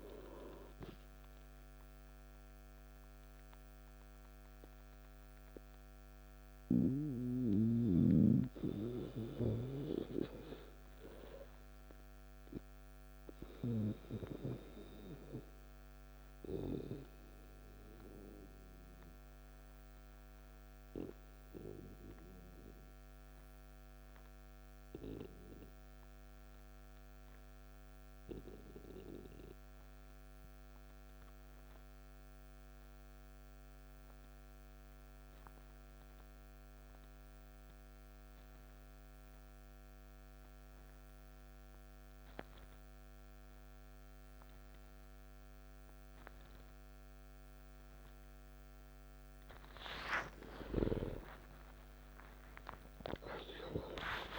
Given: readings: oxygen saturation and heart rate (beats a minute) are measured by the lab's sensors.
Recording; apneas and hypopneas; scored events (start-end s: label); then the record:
breathing in sleep by a microphone on the trachea; 1
0.00-18.50 s: oxygen desaturation (device-marked, oxygen 85% lowest, heart rate 54 extreme)
17.00-50.00 s: obstructive apnea (oxygen 91% before, 86% lowest, heart rate 68 before, 54 extreme, up 17 after)
39.50-54.39 s: oxygen desaturation (device-marked, oxygen 98% before, 86% lowest, heart rate 57 before, 54 extreme)
51.00-54.39 s: arousal
From the record:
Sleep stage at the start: N2 (light sleep); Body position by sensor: on the back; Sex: male